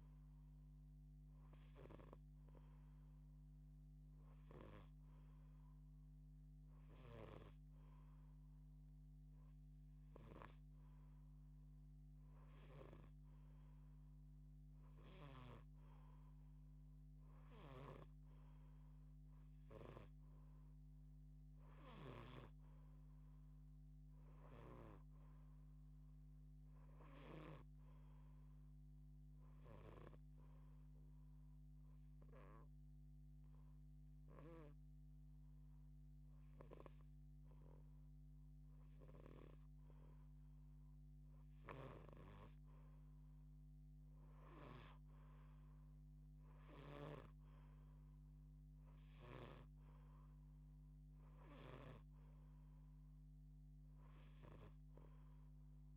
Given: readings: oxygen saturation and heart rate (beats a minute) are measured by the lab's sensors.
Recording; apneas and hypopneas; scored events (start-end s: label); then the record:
breathing in sleep by a microphone on the trachea; 2
0.00-10.00 s: snoring (device-marked)
0.50-11.00 s: hypopnea (oxygen 90% before, 88% lowest)
14.00-18.50 s: arousal
17.00-21.50 s: snoring (device-marked)
23.50-27.00 s: snoring (device-marked)
28.50-39.00 s: hypopnea (oxygen 91% before, 88% lowest)
41.00-49.00 s: snoring (device-marked)
43.00-47.50 s: arousal
51.00-55.97 s: snoring (device-marked)
From the record:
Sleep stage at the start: N2 (light sleep); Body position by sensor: on the left side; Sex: female